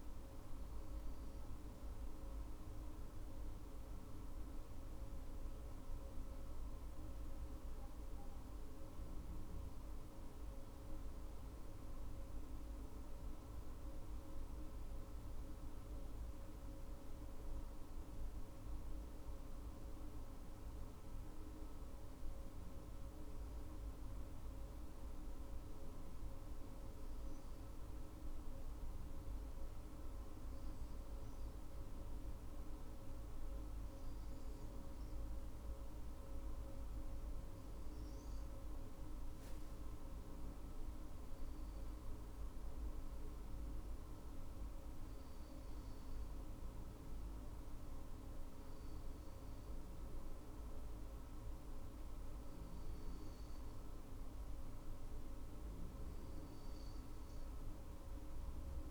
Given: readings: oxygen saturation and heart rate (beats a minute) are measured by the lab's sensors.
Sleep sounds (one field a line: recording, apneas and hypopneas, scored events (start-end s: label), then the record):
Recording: breathing in sleep, hard to hear, by a room microphone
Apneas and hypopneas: 1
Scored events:
16.00-36.50 s: hypopnea (oxygen 99% before, 97% lowest, heart rate 56 before, 52 extreme, up 9 after)
38.00-41.50 s: arousal
From the record:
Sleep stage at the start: N2 (light sleep)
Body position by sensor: on the right side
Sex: female